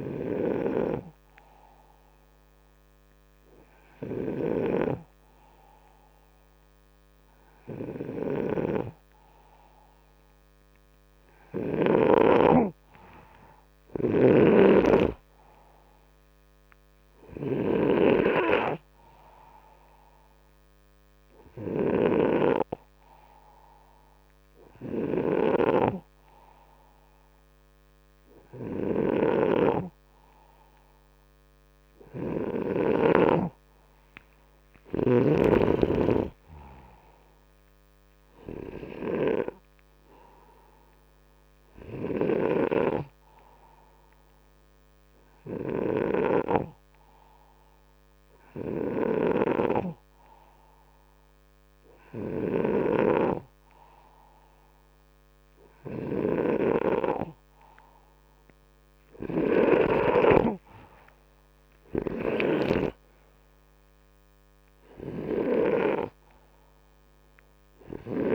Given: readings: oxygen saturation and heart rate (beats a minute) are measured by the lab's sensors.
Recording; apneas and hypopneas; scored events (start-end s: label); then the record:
breathing in sleep by a microphone on the trachea; none
8.00-12.00 s: snoring (device-marked)
11.50-15.00 s: arousal
14.00-33.00 s: snoring (device-marked)
49.00-52.50 s: snoring (device-marked)
64.50-68.35 s: oxygen desaturation (device-marked, oxygen 95% before, 92% lowest, heart rate 66 before, 63 extreme)
From the record:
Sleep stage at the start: N2 (light sleep); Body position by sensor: upright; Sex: male